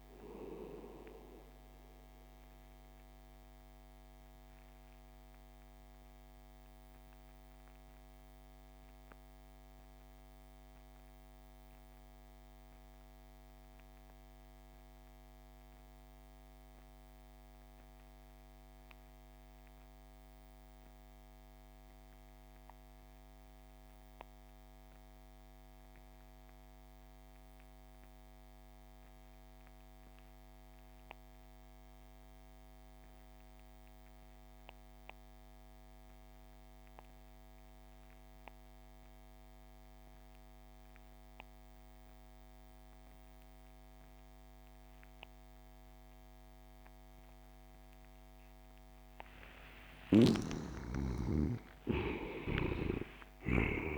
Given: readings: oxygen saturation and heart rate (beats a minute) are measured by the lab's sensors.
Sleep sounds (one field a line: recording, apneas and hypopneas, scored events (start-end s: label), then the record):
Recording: breathing in sleep by a microphone on the trachea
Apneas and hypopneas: 1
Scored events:
0.00-17.50 s: oxygen desaturation (device-marked, oxygen 78% lowest)
4.50-48.50 s: mixed apnea (oxygen 98% before, 74% lowest)
38.50-53.98 s: oxygen desaturation (device-marked, oxygen 97% before, 74% lowest)
49.50-52.50 s: arousal
49.50-53.98 s: snoring (device-marked)
From the record:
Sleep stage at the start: REM sleep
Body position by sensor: on the back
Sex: male